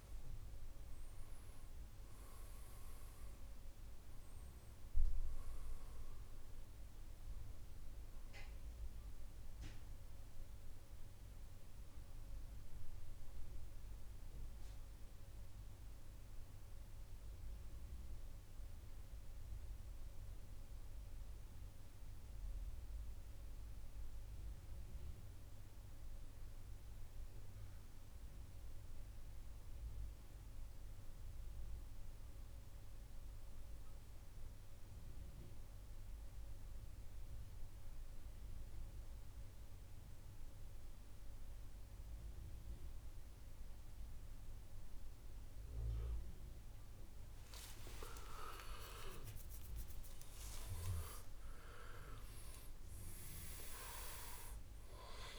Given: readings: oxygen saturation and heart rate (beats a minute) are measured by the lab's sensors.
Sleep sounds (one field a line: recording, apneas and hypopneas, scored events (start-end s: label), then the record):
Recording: breathing in sleep by a room microphone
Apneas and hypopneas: 1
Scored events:
13.50-46.50 s: mixed apnea (oxygen 99% before, 89% lowest, heart rate 70 before, 63 extreme, up 8 after)
32.50-55.39 s: oxygen desaturation (device-marked, oxygen 98% before, 89% lowest, heart rate 66 before, 63 extreme)
48.00-53.00 s: arousal
From the record:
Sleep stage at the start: N2 (light sleep)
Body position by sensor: on the back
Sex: male